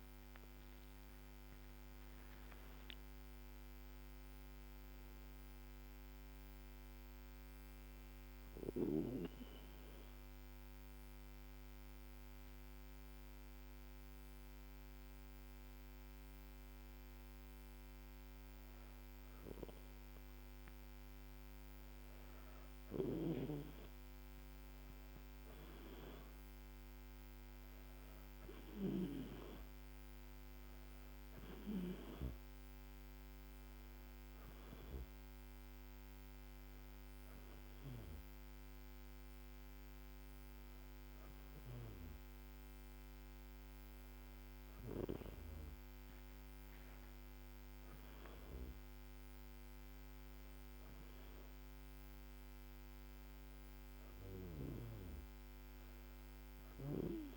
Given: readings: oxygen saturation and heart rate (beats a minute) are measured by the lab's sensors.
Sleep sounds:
breathing in sleep by a microphone on the trachea; 1
0.00-1.50 s: arousal
9.50-19.50 s: hypopnea (oxygen 96% before, 95% lowest, heart rate 82 before, 76 extreme, up 4 after)
21.00-25.50 s: arousal
From the record:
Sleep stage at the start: N2 (light sleep); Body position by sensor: on the back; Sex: female

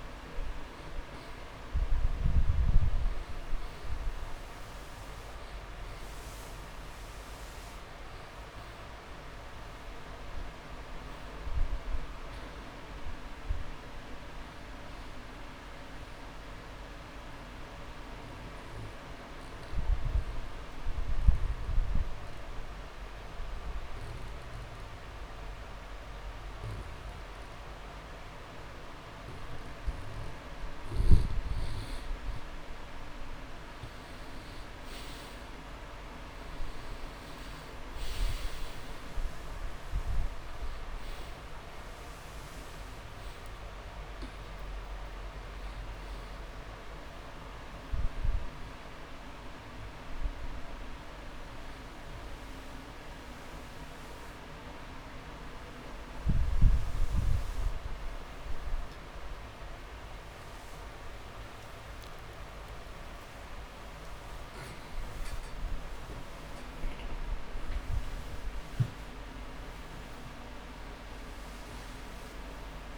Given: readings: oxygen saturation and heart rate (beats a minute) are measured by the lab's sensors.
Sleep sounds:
breathing in sleep, hard to hear, by a room microphone; 2
16.50-30.00 s: obstructive apnea (oxygen 98% before, 92% lowest)
35.50-39.50 s: arousal
41.00-59.00 s: oxygen desaturation (device-marked, oxygen 97% before, 93% lowest)
54.50-65.00 s: obstructive apnea (oxygen 97% before, 92% lowest)
55.00-58.00 s: drop in pulse transit time (device-marked)
70.00-72.97 s: new sleep stage, awake
From the record:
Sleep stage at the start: N2 (light sleep); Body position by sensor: on the back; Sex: male

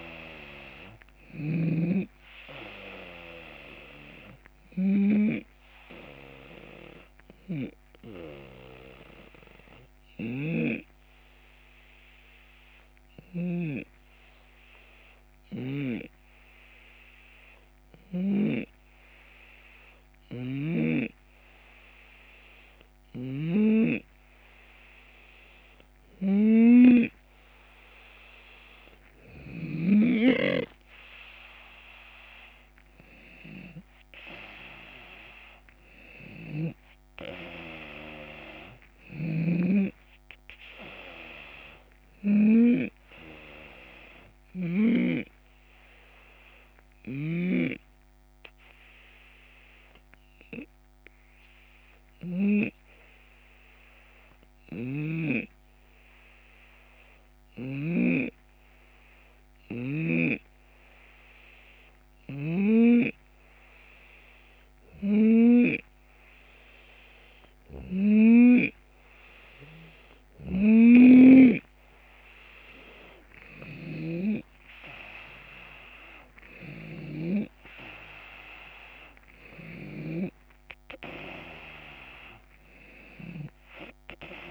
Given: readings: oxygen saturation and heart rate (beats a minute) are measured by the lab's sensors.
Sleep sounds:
breathing in sleep by a microphone on the trachea; 2
0.00-15.00 s: drop in pulse transit time (device-marked, heart rate 76 extreme)
0.50-18.00 s: snoring (device-marked)
3.50-28.00 s: hypopnea (oxygen 93% before, 88% lowest, heart rate 79 before, 75 extreme, up 7 after)
22.50-29.50 s: snoring (device-marked)
29.50-33.50 s: arousal
30.00-43.00 s: drop in pulse transit time (device-marked, heart rate 76 before, 78 extreme)
32.00-40.00 s: oxygen desaturation (device-marked, oxygen 93% before, 88% lowest, heart rate 76 before, 75 extreme)
38.50-42.00 s: snoring (device-marked)
44.00-65.00 s: hypopnea (oxygen 94% before, 88% lowest, heart rate 79 before, 75 extreme, up 4 after)
46.50-52.00 s: snoring (device-marked)
54.00-65.00 s: snoring (device-marked)
67.00-77.00 s: snoring (device-marked)
69.00-84.50 s: oxygen desaturation (device-marked, oxygen 93% before, 88% lowest, heart rate 77 before, 70 extreme)
73.00-78.50 s: arousal
74.00-84.50 s: drop in pulse transit time (device-marked, heart rate 77 before, 74 extreme)
From the record:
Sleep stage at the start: N2 (light sleep); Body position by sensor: on the left side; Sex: male

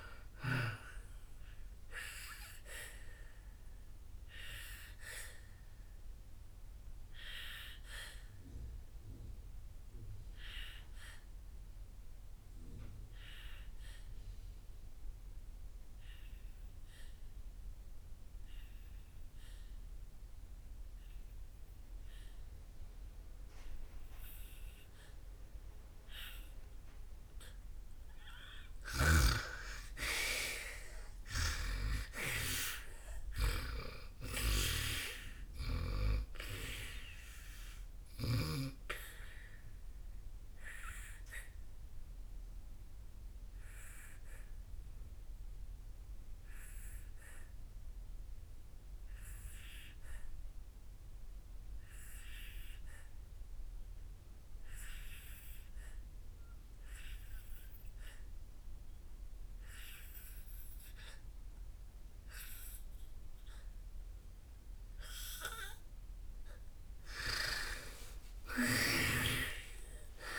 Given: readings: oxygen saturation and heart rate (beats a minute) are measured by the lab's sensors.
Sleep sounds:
breathing in sleep by a room microphone; 2
0.00-25.00 s: oxygen desaturation (device-marked, oxygen 86% lowest, heart rate 55 extreme)
4.00-27.50 s: obstructive apnea (oxygen 98% before, 85% lowest, heart rate 60 before, 55 extreme, up 13 after)
31.00-35.00 s: arousal
33.00-62.00 s: oxygen desaturation (device-marked, oxygen 98% before, 85% lowest, heart rate 58 before, 55 extreme)
40.50-64.50 s: obstructive apnea (oxygen 98% before, 83% lowest, heart rate 62 before, 55 extreme, up 7 after)
68.50-70.39 s: arousal
69.00-70.39 s: snoring (device-marked)
From the record:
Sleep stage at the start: N2 (light sleep); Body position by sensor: on the back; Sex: female

